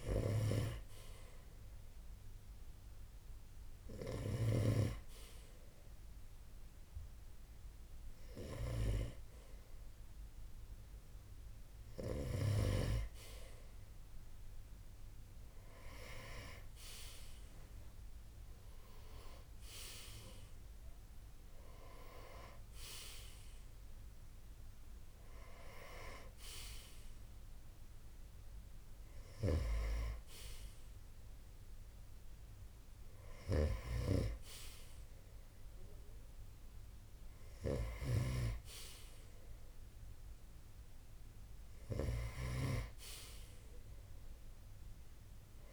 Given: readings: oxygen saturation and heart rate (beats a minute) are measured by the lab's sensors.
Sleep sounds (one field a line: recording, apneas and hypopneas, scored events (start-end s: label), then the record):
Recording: breathing in sleep by a room microphone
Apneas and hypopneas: 1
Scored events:
0.00-4.00 s: snoring (device-marked)
2.00-13.00 s: hypopnea (oxygen 92% before, 89% lowest)
18.00-21.50 s: arousal
From the record:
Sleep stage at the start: N2 (light sleep)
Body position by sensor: on the right side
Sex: male